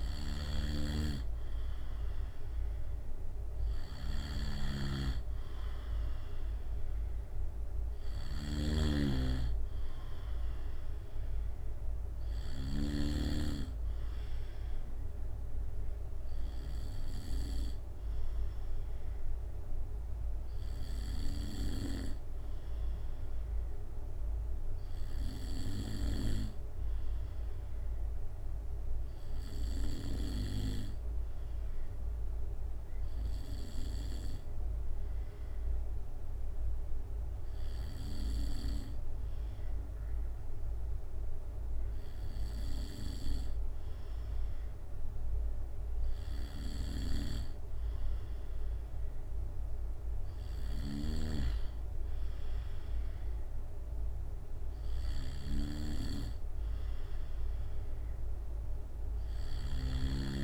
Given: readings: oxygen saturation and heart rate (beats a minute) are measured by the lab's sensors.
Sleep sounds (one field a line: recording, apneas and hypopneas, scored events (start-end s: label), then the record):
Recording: breathing in sleep by a room microphone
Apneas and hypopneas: 1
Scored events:
0.00-2.00 s: arousal
4.50-13.00 s: snoring (device-marked)
22.50-46.00 s: obstructive apnea (oxygen 96% before, 95% lowest, heart rate 69 before, 65 extreme, up 3 after)
47.50-50.50 s: arousal
From the record:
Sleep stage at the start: N2 (light sleep)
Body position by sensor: on the back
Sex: male